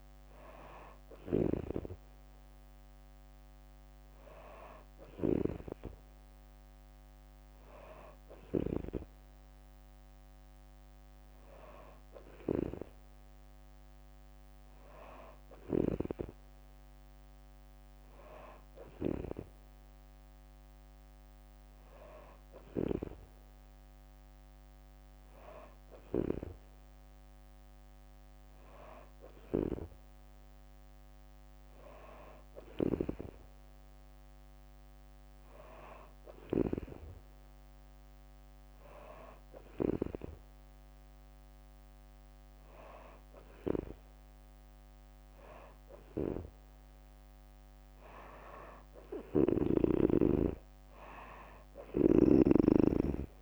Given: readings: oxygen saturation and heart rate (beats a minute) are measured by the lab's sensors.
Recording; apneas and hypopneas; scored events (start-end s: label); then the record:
breathing in sleep by a microphone on the trachea; none
0.00-8.50 s: snoring (device-marked)
15.00-36.50 s: snoring (device-marked)
45.50-49.50 s: snoring (device-marked)
48.50-52.00 s: arousal
51.50-53.42 s: snoring (device-marked)
52.00-53.42 s: long interval between heartbeats (device-marked, heart rate 70 before, 86 extreme)
From the record:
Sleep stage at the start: N2 (light sleep); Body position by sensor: on the back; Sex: female